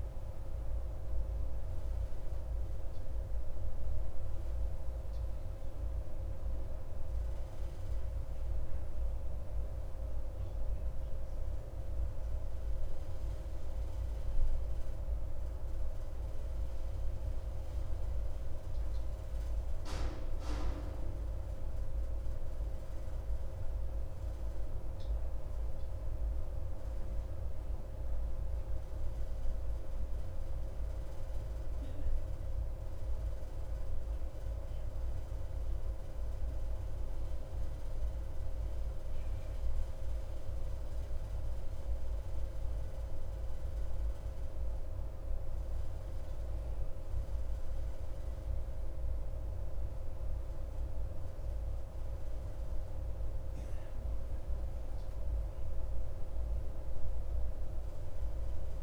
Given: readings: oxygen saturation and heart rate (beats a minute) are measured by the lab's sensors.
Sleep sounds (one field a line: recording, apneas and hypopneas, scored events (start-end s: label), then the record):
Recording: a person awake in a sleep study, hard to hear, by a room microphone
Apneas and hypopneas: none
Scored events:
none scored
From the record:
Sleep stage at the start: awake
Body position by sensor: on the back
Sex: male